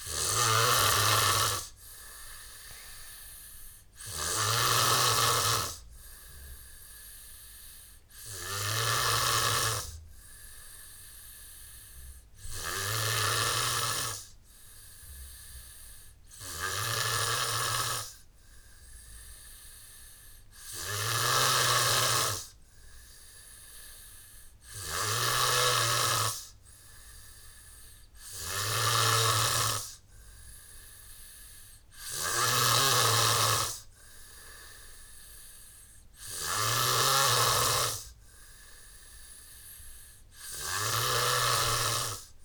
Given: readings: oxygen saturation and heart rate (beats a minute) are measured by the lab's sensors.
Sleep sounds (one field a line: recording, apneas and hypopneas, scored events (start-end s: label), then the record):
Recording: breathing in sleep by a room microphone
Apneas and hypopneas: none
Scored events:
0.00-14.00 s: snoring (device-marked)
21.00-26.00 s: snoring (device-marked)
32.50-37.50 s: snoring (device-marked)
From the record:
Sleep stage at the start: N3 (deep sleep)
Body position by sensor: on the back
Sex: male